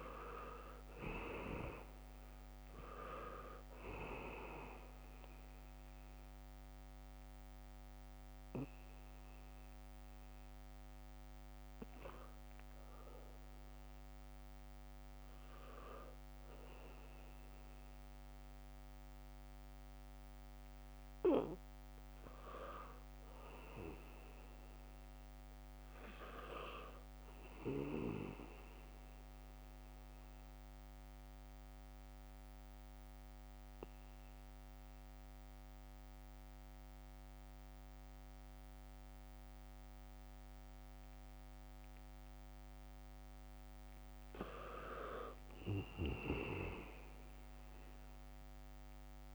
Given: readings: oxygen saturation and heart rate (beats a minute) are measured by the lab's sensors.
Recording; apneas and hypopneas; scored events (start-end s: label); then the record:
breathing in sleep by a microphone on the trachea; 1
0.00-2.00 s: arousal
0.00-22.50 s: oxygen desaturation (device-marked, oxygen 70% lowest, heart rate 64 extreme)
17.50-49.34 s: new sleep stage, N2 (light sleep)
23.50-27.50 s: arousal
30.50-43.50 s: mixed apnea (oxygen 99% before, 78% lowest, heart rate 80 before, 73 extreme, up 0 after)
45.50-49.34 s: arousal
From the record:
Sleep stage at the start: REM sleep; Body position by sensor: on the back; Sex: male